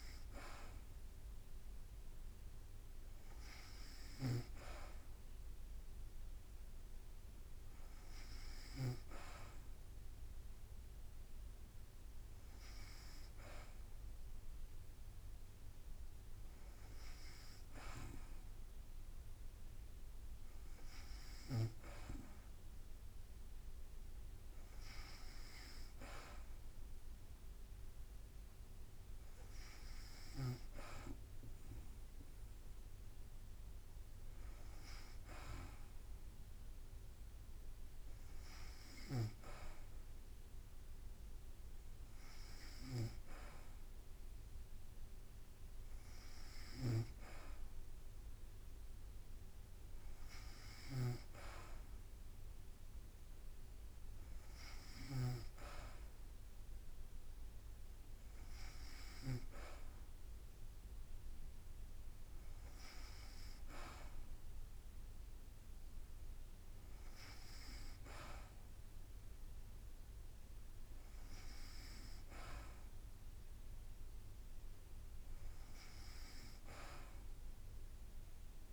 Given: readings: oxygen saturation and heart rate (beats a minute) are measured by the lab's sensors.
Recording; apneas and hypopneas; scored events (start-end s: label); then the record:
breathing in sleep by a room microphone; none
50.50-55.00 s: snoring (device-marked)
From the record:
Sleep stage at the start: N2 (light sleep); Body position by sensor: on the back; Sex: female